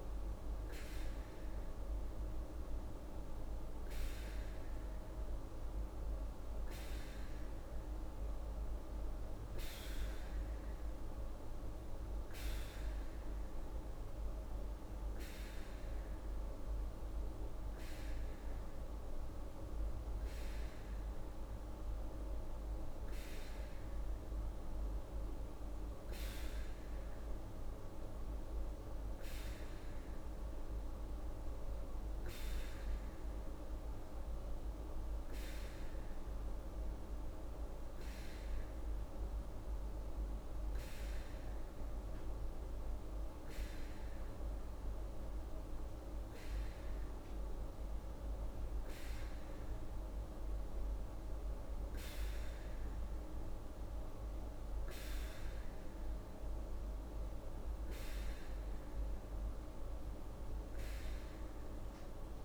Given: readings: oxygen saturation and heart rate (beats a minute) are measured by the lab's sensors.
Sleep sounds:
breathing in sleep, hard to hear, by a room microphone; none
none scored
From the record:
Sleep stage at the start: N2 (light sleep); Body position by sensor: on the right side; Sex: female

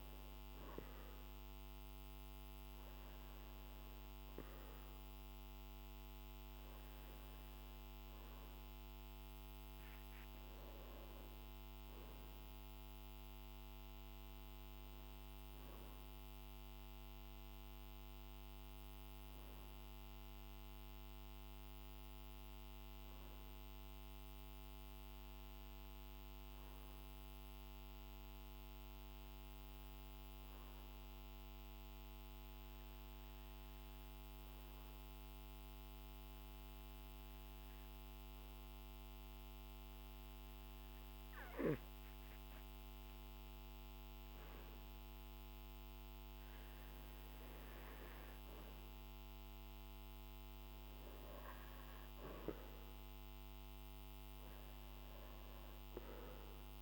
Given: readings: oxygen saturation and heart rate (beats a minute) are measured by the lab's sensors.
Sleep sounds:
breathing in sleep, hard to hear, by a microphone on the trachea; 1
26.00-41.00 s: hypopnea (oxygen 96% before, 93% lowest, heart rate 50 before, 49 extreme, up 26 after)
43.00-46.50 s: arousal
From the record:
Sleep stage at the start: N2 (light sleep); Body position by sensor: on the back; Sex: male

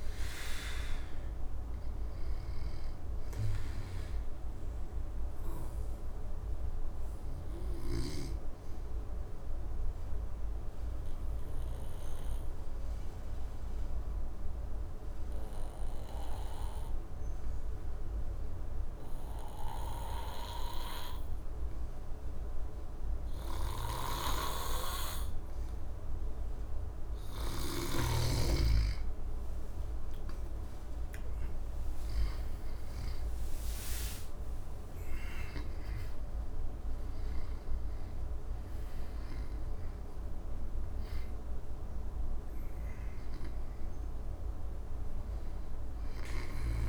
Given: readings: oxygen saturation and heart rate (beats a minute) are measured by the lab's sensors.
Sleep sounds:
breathing in sleep by a room microphone; 1
0.00-19.00 s: oxygen desaturation (device-marked, oxygen 89% lowest, heart rate 65 extreme)
7.00-27.00 s: obstructive apnea (oxygen 96% before, 89% lowest, heart rate 74 before, 65 extreme, up 16 after)
29.00-46.89 s: oxygen desaturation (device-marked, oxygen 99% before, 90% lowest, heart rate 67 before, 69 extreme)
30.00-34.50 s: arousal
From the record:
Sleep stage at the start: N2 (light sleep); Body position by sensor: on the back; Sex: male

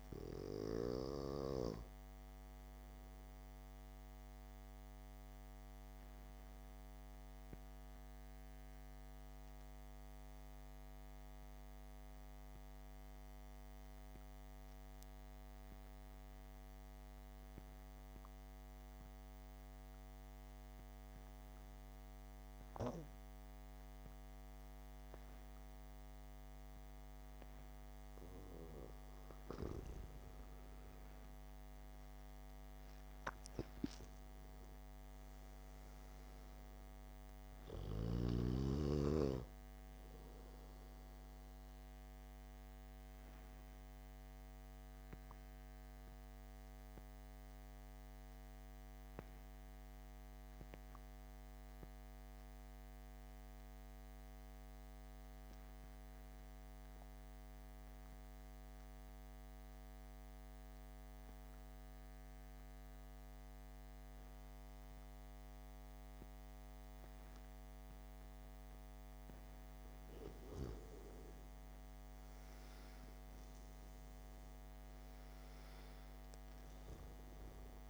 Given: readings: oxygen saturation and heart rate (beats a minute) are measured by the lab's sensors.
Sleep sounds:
breathing in sleep by a microphone on the trachea; 2
0.00-17.00 s: oxygen desaturation (device-marked, oxygen 90% lowest, heart rate 60 extreme)
4.50-29.00 s: obstructive apnea (oxygen 99% before, 90% lowest, heart rate 62 before, 60 extreme)
28.00-46.00 s: oxygen desaturation (device-marked, oxygen 100% before, 91% lowest, heart rate 71 before, 56 extreme)
30.50-34.50 s: arousal
43.00-71.50 s: obstructive apnea (oxygen 100% before, 89% lowest, heart rate 65 before, 55 extreme, up 7 after)
72.50-76.50 s: arousal
75.00-77.90 s: oxygen desaturation (device-marked, oxygen 97% before, 89% lowest, heart rate 62 before, 60 extreme)
From the record:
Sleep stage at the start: N2 (light sleep); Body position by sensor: on the back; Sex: male

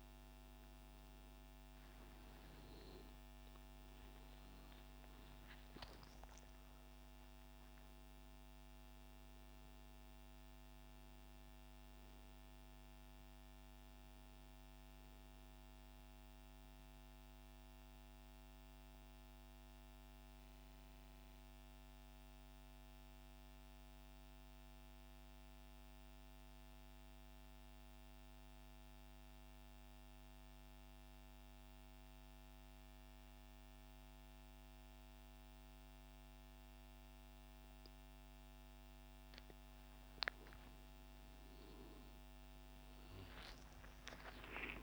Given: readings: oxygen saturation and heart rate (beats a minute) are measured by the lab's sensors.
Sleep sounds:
breathing in sleep, hard to hear, by a microphone on the trachea; 1
0.00-22.00 s: oxygen desaturation (device-marked, oxygen 92% lowest, heart rate 73 extreme)
0.50-5.00 s: arousal
16.50-39.50 s: central apnea (oxygen 98% before, 93% lowest, heart rate 134 before, 96 extreme, up 60 after)
39.00-44.83 s: oxygen desaturation (device-marked, oxygen 99% before, 94% lowest)
40.50-44.83 s: arousal
From the record:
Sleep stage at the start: N2 (light sleep); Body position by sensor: on the back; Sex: male

